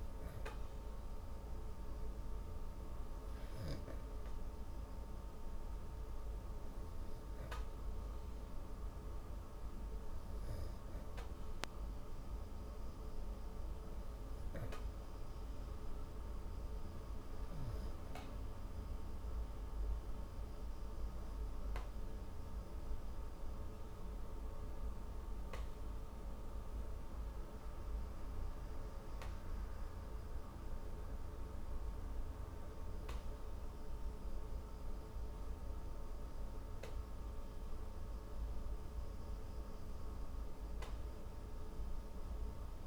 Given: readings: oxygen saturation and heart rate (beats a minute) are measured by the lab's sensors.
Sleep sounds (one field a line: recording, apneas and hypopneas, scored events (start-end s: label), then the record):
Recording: breathing in sleep, hard to hear, by a room microphone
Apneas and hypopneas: none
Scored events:
none scored
From the record:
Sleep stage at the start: N2 (light sleep)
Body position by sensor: on the back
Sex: female